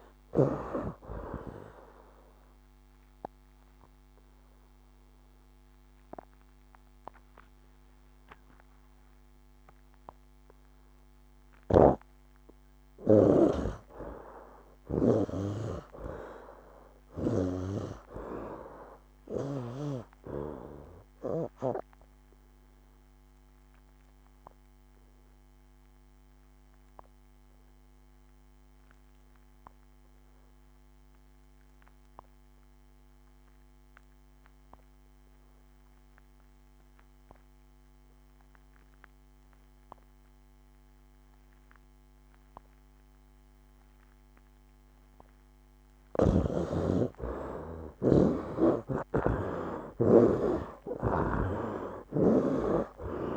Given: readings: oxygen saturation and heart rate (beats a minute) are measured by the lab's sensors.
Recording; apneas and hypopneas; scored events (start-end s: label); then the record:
breathing in sleep by a microphone on the trachea; 2
0.00-16.50 s: oxygen desaturation (device-marked, oxygen 52% lowest, heart rate 70 extreme)
2.00-14.00 s: obstructive apnea (oxygen 92% before, 52% lowest, heart rate 82 before, 70 extreme, up 7 after)
11.00-15.00 s: snoring (device-marked)
16.00-19.50 s: arousal
18.50-32.50 s: oxygen desaturation (device-marked, oxygen 95% before, 79% lowest, heart rate 84 before, 70 extreme)
23.00-46.50 s: obstructive apnea (oxygen 95% before, 64% lowest, heart rate 81 before, 70 extreme, up 19 after)
42.50-53.37 s: oxygen desaturation (device-marked, oxygen 94% before, 64% lowest, heart rate 75 before, 72 extreme)
48.00-52.00 s: arousal
50.50-53.37 s: snoring (device-marked)
From the record:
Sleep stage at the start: N2 (light sleep); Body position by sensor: on the right side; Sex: male